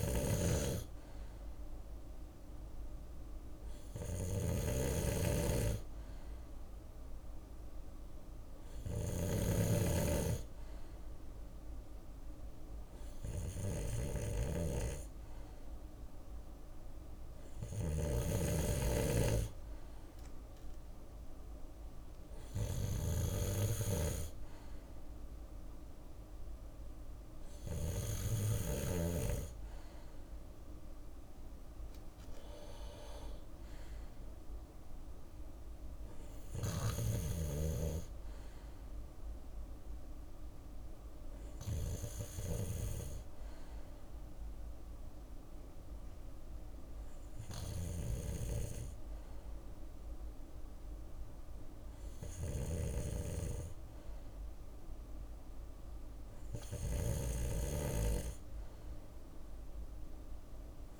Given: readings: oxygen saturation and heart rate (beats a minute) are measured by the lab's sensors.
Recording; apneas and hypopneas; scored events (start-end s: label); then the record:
breathing in sleep by a room microphone; none
0.00-28.00 s: snoring (device-marked)
19.00-31.00 s: drop in pulse transit time (device-marked, heart rate 62 before, 62 extreme)
36.00-41.00 s: bradycardia (device-marked, heart rate 61 before, 57 extreme)
51.50-61.00 s: snoring (device-marked)
59.00-61.00 s: drop in pulse transit time (device-marked, heart rate 62 before, 60 extreme)
From the record:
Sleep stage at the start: N2 (light sleep); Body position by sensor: on the left side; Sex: male